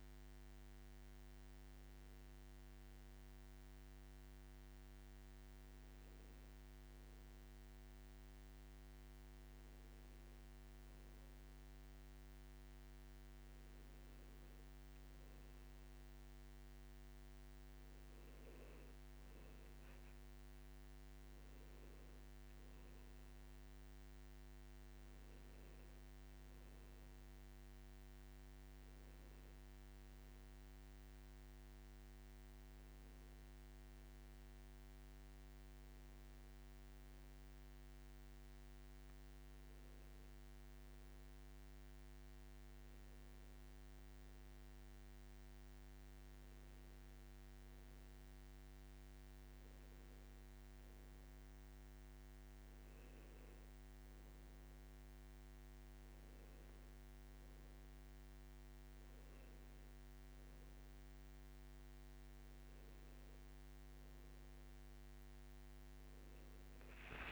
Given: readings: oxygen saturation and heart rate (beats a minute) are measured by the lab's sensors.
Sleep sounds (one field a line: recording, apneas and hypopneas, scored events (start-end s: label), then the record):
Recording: breathing in sleep, hard to hear, by a microphone on the trachea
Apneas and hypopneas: none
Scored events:
none scored
From the record:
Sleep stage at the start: N2 (light sleep)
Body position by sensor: on the back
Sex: male